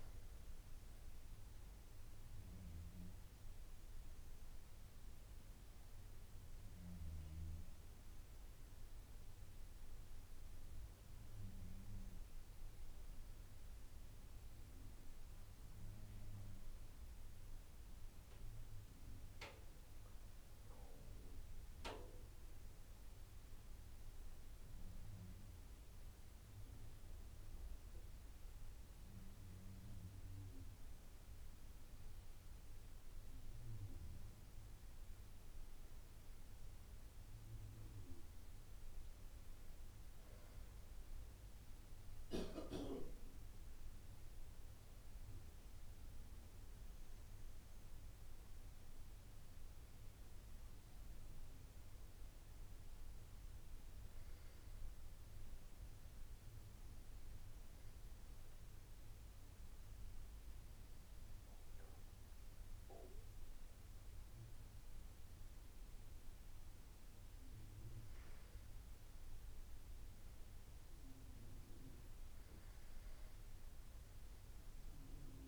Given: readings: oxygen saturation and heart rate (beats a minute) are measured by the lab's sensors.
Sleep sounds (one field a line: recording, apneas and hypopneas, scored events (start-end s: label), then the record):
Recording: breathing in sleep, hard to hear, by a room microphone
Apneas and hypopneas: 2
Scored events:
0.00-2.50 s: arousal
0.00-17.50 s: oxygen desaturation (device-marked, oxygen 92% lowest, heart rate 71 extreme)
20.00-23.00 s: arousal
25.50-38.00 s: obstructive apnea (oxygen 95% before, 91% lowest, heart rate 81 before, 71 extreme, up 4 after)
34.50-75.48 s: new sleep stage, N2 (light sleep)
43.00-48.00 s: arousal
46.50-66.50 s: oxygen desaturation (device-marked, oxygen 95% before, 91% lowest, heart rate 80 before, 71 extreme)
51.50-62.50 s: obstructive apnea (oxygen 96% before, 83% lowest, heart rate 80 before, 71 extreme, up 9 after)
66.50-70.50 s: arousal
From the record:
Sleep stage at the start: N1 (lightest sleep)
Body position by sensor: on the back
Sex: male